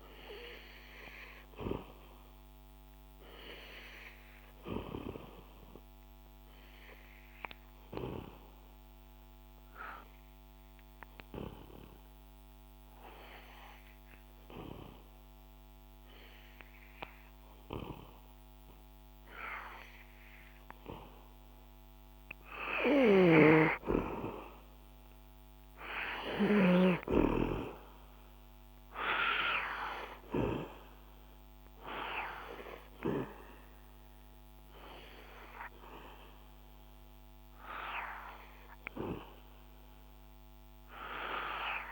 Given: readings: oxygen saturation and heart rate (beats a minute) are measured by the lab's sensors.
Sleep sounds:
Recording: breathing in sleep by a microphone on the trachea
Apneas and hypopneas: 1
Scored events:
0.00-21.00 s: oxygen desaturation (device-marked, oxygen 98% before, 91% lowest, heart rate 60 before, 61 extreme)
5.00-22.00 s: obstructive apnea (oxygen 98% before, 90% lowest, heart rate 62 before, 61 extreme, up 4 after)
23.00-27.00 s: snoring (device-marked)
24.50-27.00 s: arousal
From the record:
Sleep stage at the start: N2 (light sleep)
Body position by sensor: on the back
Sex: male

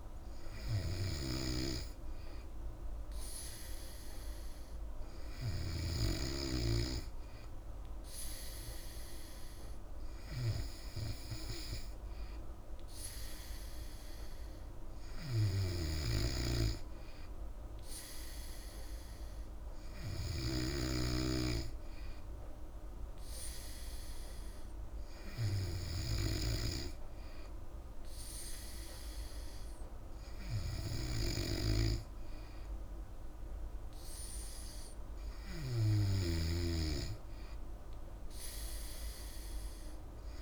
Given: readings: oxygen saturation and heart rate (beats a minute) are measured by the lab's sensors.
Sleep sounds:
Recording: breathing in sleep by a room microphone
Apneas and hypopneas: none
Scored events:
0.50-6.00 s: snoring (device-marked)
16.00-21.00 s: snoring (device-marked)
36.00-40.41 s: snoring (device-marked)
From the record:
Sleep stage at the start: N3 (deep sleep)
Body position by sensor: on the back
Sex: female

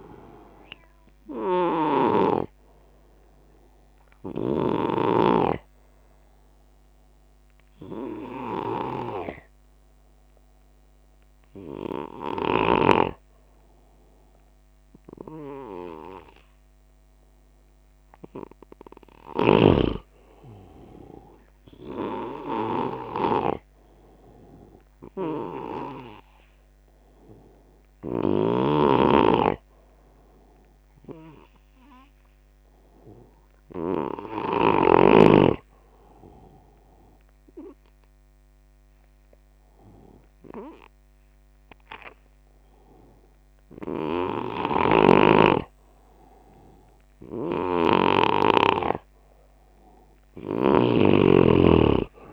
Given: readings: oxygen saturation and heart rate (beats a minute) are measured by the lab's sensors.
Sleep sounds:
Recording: breathing in sleep by a microphone on the trachea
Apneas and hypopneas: 2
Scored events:
0.00-5.00 s: snoring (device-marked)
4.50-17.50 s: obstructive apnea (oxygen 92% before, 86% lowest, heart rate 81 before, 68 extreme, up 17 after)
19.00-28.50 s: snoring (device-marked)
20.00-23.00 s: arousal
24.00-43.00 s: oxygen desaturation (device-marked, oxygen 97% before, 91% lowest, heart rate 81 before, 68 extreme)
35.50-46.50 s: obstructive apnea (oxygen 97% before, 86% lowest, heart rate 80 before, 67 extreme, up 4 after)
44.50-52.33 s: snoring (device-marked)
48.50-51.50 s: arousal
From the record:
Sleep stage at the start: N2 (light sleep)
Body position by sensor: on the left side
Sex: male

